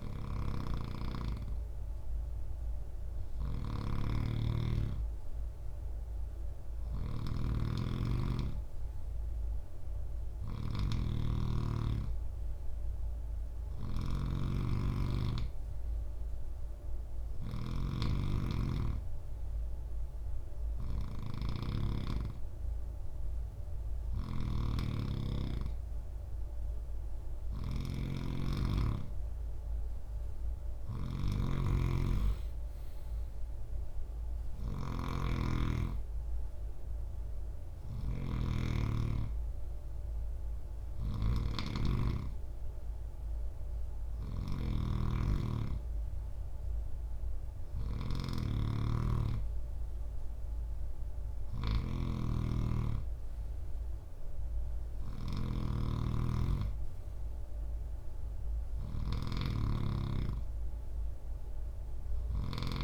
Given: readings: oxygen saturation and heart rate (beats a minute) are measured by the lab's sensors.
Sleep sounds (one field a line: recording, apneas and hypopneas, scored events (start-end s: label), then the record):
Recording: breathing in sleep by a room microphone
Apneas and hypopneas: none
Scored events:
0.00-21.00 s: snoring (device-marked)
23.00-62.84 s: snoring (device-marked)
From the record:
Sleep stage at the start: N3 (deep sleep)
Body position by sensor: on the right side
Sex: male